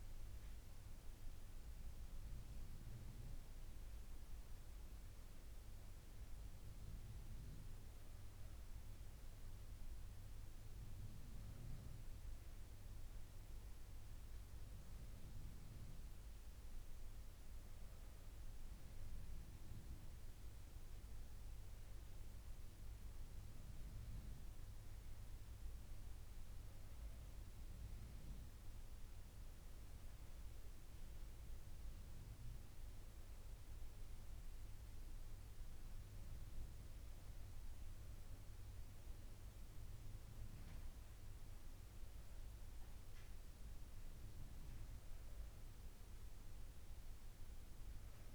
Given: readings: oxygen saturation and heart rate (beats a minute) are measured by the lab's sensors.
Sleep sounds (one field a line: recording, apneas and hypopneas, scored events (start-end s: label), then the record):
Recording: breathing in sleep, hard to hear, by a room microphone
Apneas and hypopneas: none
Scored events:
none scored
From the record:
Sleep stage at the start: N2 (light sleep)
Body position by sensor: on the back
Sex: female